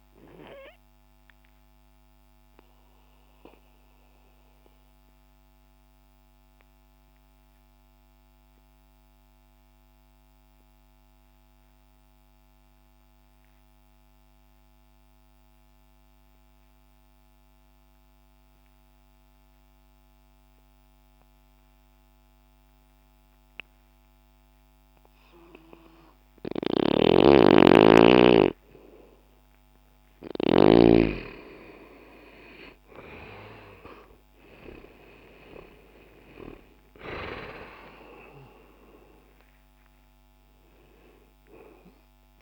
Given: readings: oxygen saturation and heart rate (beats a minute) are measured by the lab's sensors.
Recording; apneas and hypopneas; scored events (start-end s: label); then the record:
breathing in sleep by a microphone on the trachea; 1
0.00-19.50 s: oxygen desaturation (device-marked, oxygen 82% lowest, heart rate 59 extreme)
1.00-27.50 s: obstructive apnea (oxygen 97% before, 82% lowest, heart rate 60 before, 60 extreme, up 2 after)
26.50-30.50 s: snoring (device-marked)
28.50-38.50 s: oxygen desaturation (device-marked, oxygen 97% before, 91% lowest, heart rate 60 before, 60 extreme)
29.50-34.50 s: arousal
40.50-42.42 s: oxygen desaturation (device-marked, oxygen 94% before, 86% lowest, heart rate 64 before, 60 extreme)
From the record:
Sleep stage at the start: N2 (light sleep); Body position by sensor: on the left side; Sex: male